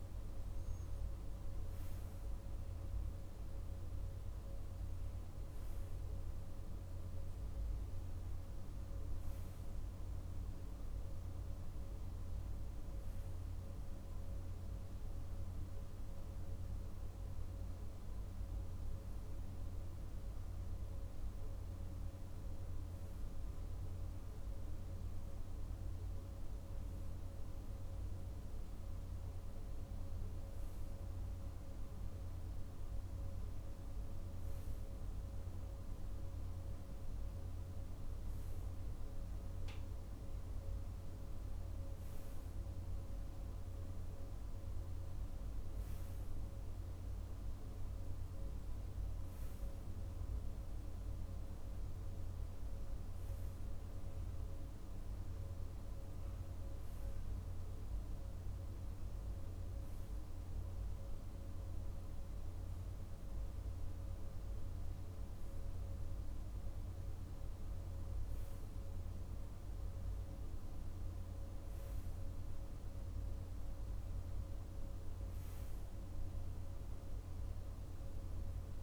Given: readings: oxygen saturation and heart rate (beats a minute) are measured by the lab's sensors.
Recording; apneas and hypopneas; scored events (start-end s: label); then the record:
breathing in sleep, hard to hear, by a room microphone; none
none scored
From the record:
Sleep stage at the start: REM sleep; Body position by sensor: on the right side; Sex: male